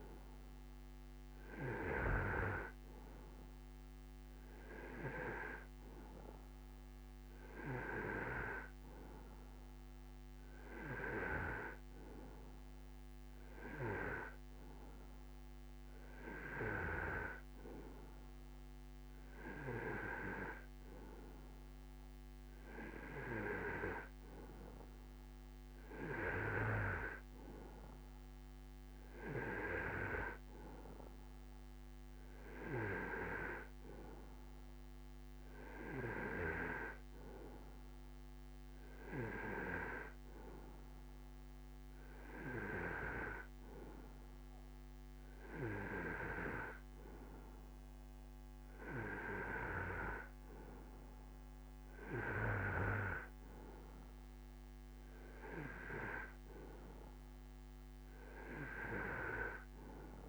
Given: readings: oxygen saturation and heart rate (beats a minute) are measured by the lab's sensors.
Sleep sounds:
breathing in sleep by a microphone on the trachea; none
none scored
From the record:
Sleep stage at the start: N2 (light sleep); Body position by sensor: on the right side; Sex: male

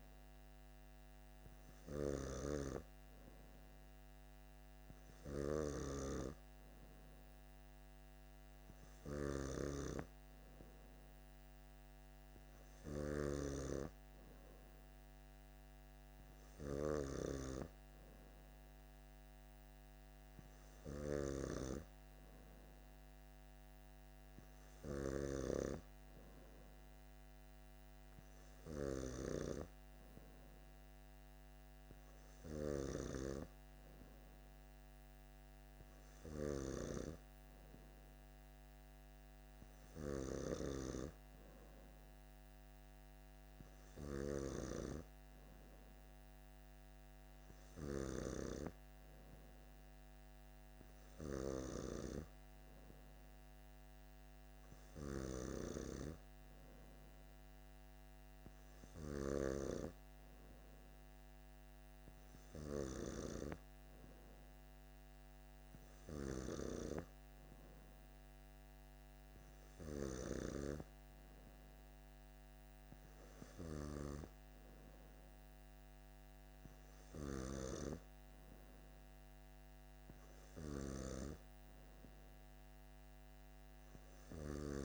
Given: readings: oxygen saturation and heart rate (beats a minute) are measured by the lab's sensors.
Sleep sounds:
breathing in sleep by a microphone on the trachea; none
none scored
From the record:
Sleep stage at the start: N2 (light sleep); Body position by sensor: on the back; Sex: male

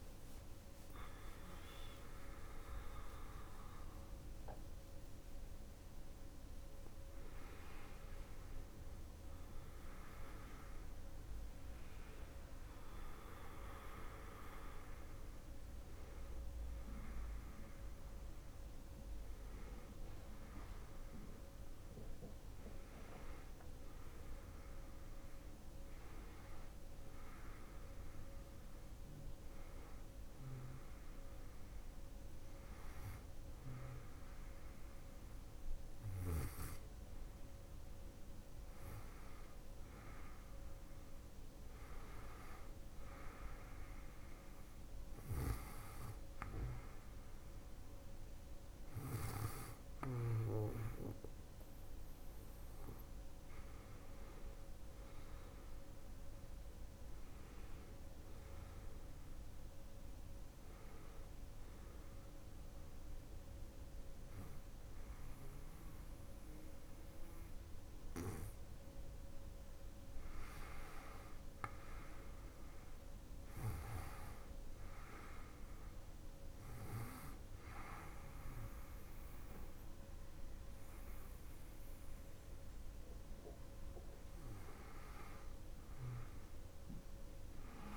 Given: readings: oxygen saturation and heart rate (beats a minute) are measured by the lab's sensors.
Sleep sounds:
breathing in sleep by a room microphone; 1
0.50-30.50 s: new sleep stage, N1 (lightest sleep)
30.50-87.97 s: new sleep stage, N2 (light sleep)
60.00-70.00 s: obstructive apnea (oxygen 98% before, 95% lowest, heart rate 82 before, 76 extreme, up 1 after)
72.50-76.00 s: arousal
From the record:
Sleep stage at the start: N2 (light sleep); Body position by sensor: on the back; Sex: female

